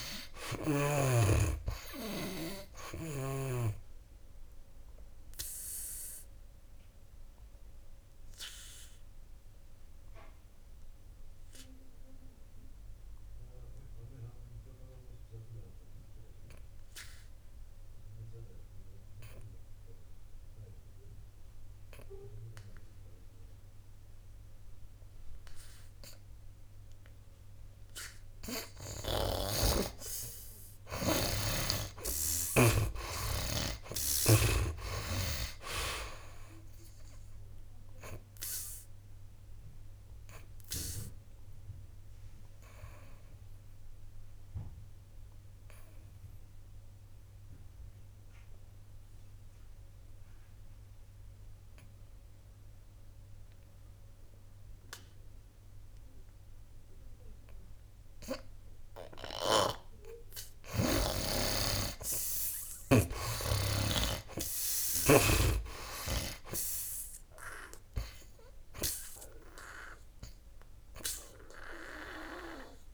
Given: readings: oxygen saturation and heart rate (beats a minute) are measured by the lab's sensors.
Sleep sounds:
breathing in sleep by a room microphone; 2
0.00-23.50 s: oxygen desaturation (device-marked, oxygen 72% lowest, heart rate 63 extreme)
4.50-29.00 s: obstructive apnea (oxygen 97% before, 72% lowest, heart rate 67 before, 63 extreme, up 13 after)
30.00-33.00 s: arousal
31.50-35.00 s: snoring (device-marked)
36.50-64.50 s: oxygen desaturation (device-marked, oxygen 97% before, 74% lowest, heart rate 67 before, 61 extreme)
37.50-59.50 s: obstructive apnea (oxygen 97% before, 74% lowest, heart rate 67 before, 61 extreme, up 10 after)
59.50-63.50 s: snoring (device-marked)
63.00-67.00 s: arousal
70.50-72.93 s: oxygen desaturation (device-marked, oxygen 93% before, 74% lowest, heart rate 66 before, 64 extreme)
From the record:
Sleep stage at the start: N2 (light sleep); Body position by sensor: on the back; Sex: male

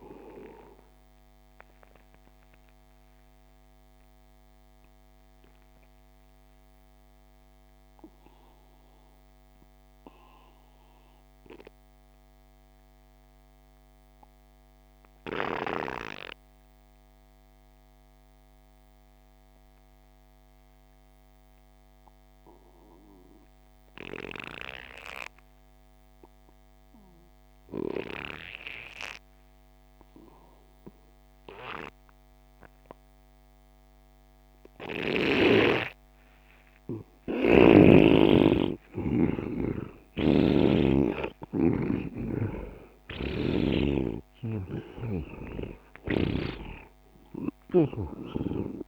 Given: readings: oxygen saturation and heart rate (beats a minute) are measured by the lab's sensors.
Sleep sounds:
breathing in sleep by a microphone on the trachea; 1
0.00-12.50 s: oxygen desaturation (device-marked, oxygen 90% lowest)
2.00-36.50 s: obstructive apnea (oxygen 99% before, 84% lowest)
27.50-48.88 s: oxygen desaturation (device-marked, oxygen 99% before, 84% lowest)
38.50-42.00 s: arousal
40.50-44.00 s: snoring (device-marked)
From the record:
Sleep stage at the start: N2 (light sleep); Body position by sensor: on the right side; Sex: male

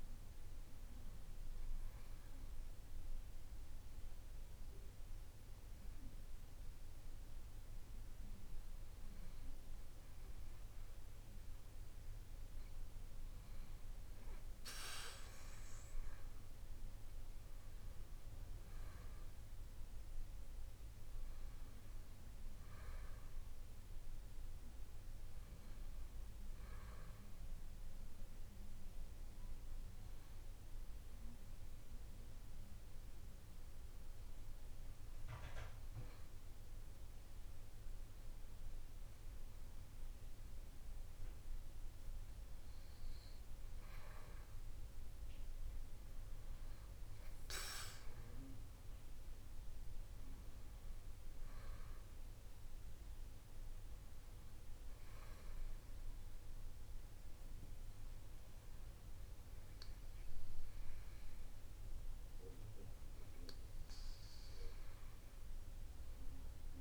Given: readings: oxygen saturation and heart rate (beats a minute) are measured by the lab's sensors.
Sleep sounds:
breathing in sleep, hard to hear, by a room microphone; 2
0.50-15.50 s: hypopnea (oxygen 95% before, 92% lowest, heart rate 60 before, 57 extreme, up 4 after)
18.00-23.00 s: arousal
30.00-42.50 s: hypopnea (oxygen 95% before, 92% lowest, heart rate 61 before, 57 extreme, up 4 after)
45.00-49.00 s: arousal
48.00-66.81 s: new sleep stage, REM sleep
From the record:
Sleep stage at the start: N2 (light sleep); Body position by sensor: on the back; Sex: male

